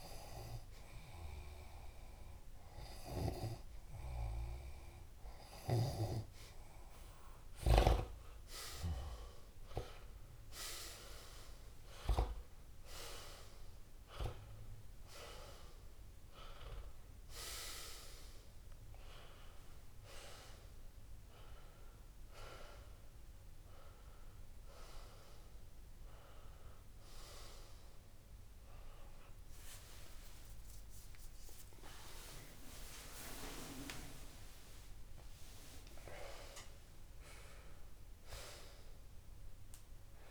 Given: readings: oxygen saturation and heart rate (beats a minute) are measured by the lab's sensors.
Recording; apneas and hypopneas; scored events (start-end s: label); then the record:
breathing in sleep by a room microphone; none
2.00-4.00 s: long interval between heartbeats (device-marked, heart rate 80 before, 43 extreme)
4.00-6.00 s: long interval between heartbeats (device-marked, heart rate 74 before, 51 extreme)
6.00-8.00 s: long interval between heartbeats (device-marked, heart rate 70 before, 59 extreme)
8.00-38.00 s: new sleep stage, N1 (lightest sleep)
11.00-13.00 s: long interval between heartbeats (device-marked, heart rate 61 before, 38 extreme)
15.00-17.00 s: long interval between heartbeats (device-marked, heart rate 55 before, 26 extreme)
26.00-28.00 s: long interval between heartbeats (device-marked, heart rate 37 before, 33 extreme)
29.50-31.50 s: long interval between heartbeats (device-marked, heart rate 34 before, 76 extreme)
30.00-35.00 s: arousal
34.00-36.00 s: long interval between heartbeats (device-marked, heart rate 41 before, 50 extreme)
36.00-38.00 s: long interval between heartbeats (device-marked, heart rate 44 before, 45 extreme)
38.00-40.31 s: new sleep stage, N2 (light sleep)
From the record:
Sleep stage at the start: N2 (light sleep); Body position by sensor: on the left side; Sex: male